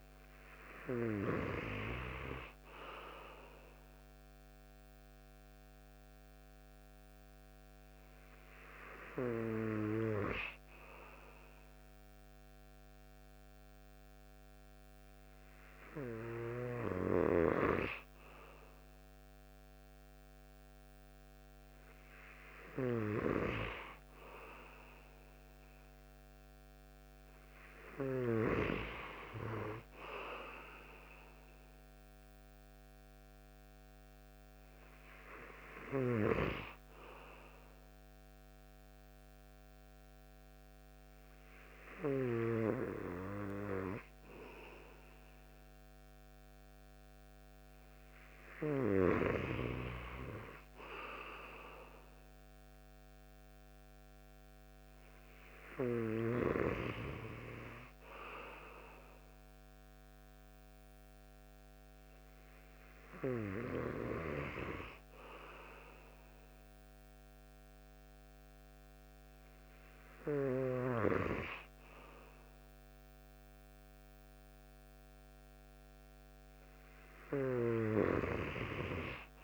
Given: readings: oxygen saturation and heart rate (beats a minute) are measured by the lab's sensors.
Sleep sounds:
breathing in sleep by a microphone on the trachea; none
none scored
From the record:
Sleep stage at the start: N2 (light sleep); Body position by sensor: on the right side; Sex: male

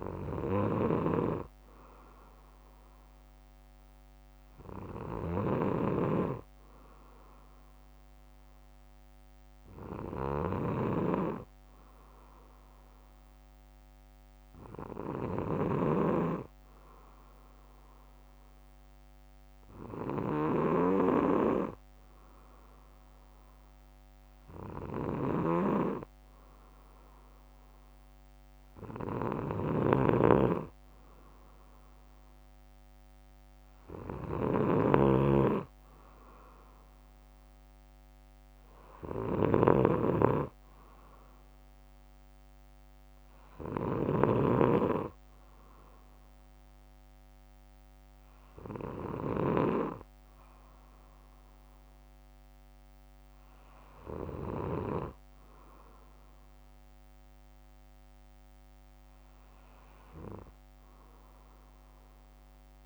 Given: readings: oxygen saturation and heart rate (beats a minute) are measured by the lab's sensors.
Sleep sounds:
breathing in sleep by a microphone on the trachea; none
0.50-5.50 s: snoring (device-marked)
15.00-44.00 s: snoring (device-marked)
61.00-62.85 s: bradycardia (device-marked, heart rate 63 before, 49 extreme)
From the record:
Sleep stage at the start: N2 (light sleep); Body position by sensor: on the back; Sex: male

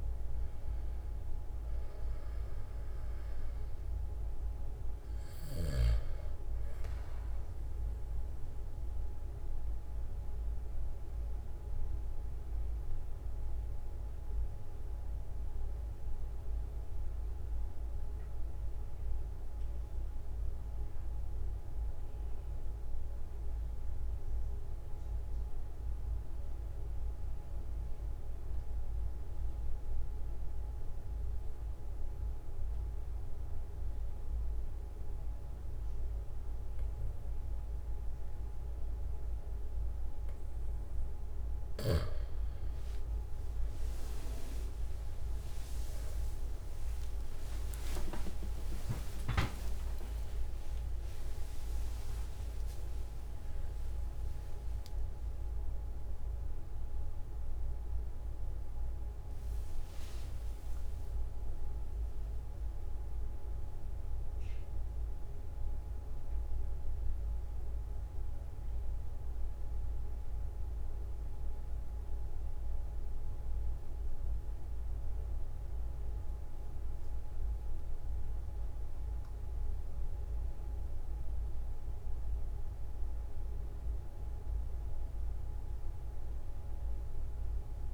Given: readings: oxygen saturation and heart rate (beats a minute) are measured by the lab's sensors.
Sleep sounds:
a person partly awake in a sleep study, hard to hear, by a room microphone; 1
0.00-21.00 s: oxygen desaturation (device-marked, oxygen 91% lowest, heart rate 41 extreme)
9.00-40.50 s: mixed apnea (oxygen 97% before, 91% lowest, heart rate 46 before, 41 extreme, up 41 after)
42.00-61.00 s: oxygen desaturation (device-marked, oxygen 97% before, 92% lowest, heart rate 43 before, 50 extreme)
45.00-75.00 s: new sleep stage, awake
47.00-49.00 s: long interval between heartbeats (device-marked, heart rate 45 before, 62 extreme)
50.00-52.00 s: long interval between heartbeats (device-marked, heart rate 51 before, 127 extreme)
52.00-54.00 s: long interval between heartbeats (device-marked, heart rate 59 before, 148 extreme)
54.00-56.00 s: long interval between heartbeats (device-marked, heart rate 71 before, 148 extreme)
60.50-62.50 s: long interval between heartbeats (device-marked, heart rate 94 before, 85 extreme)
75.00-87.94 s: new sleep stage, N1 (lightest sleep)
From the record:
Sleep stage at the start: N2 (light sleep); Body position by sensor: on the back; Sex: male

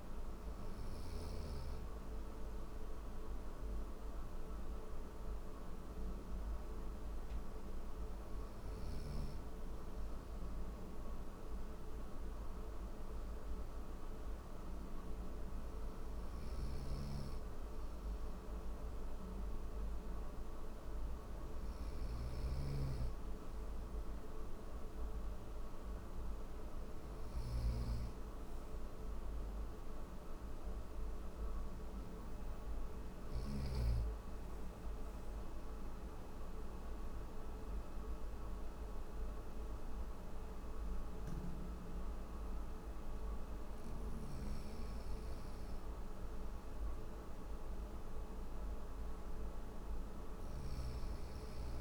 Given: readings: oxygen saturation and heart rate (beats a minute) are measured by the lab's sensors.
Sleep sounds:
breathing in sleep, hard to hear, by a room microphone; none
15.50-33.00 s: snoring (device-marked)
43.50-50.00 s: snoring (device-marked)
From the record:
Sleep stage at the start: N1 (lightest sleep); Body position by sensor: on the right side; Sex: male

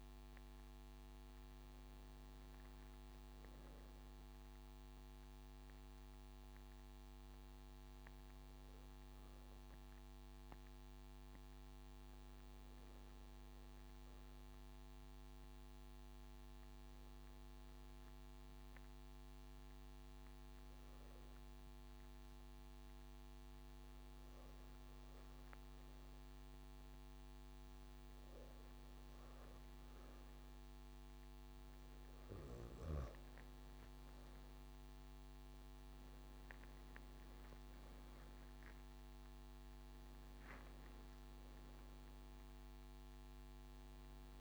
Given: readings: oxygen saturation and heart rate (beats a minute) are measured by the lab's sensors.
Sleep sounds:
breathing in sleep, hard to hear, by a microphone on the trachea; 1
0.00-2.00 s: arousal
5.50-28.50 s: obstructive apnea (oxygen 99% before, 91% lowest)
24.00-44.41 s: oxygen desaturation (device-marked, oxygen 99% before, 91% lowest)
31.00-34.00 s: arousal
From the record:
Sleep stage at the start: N2 (light sleep); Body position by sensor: on the right side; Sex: male

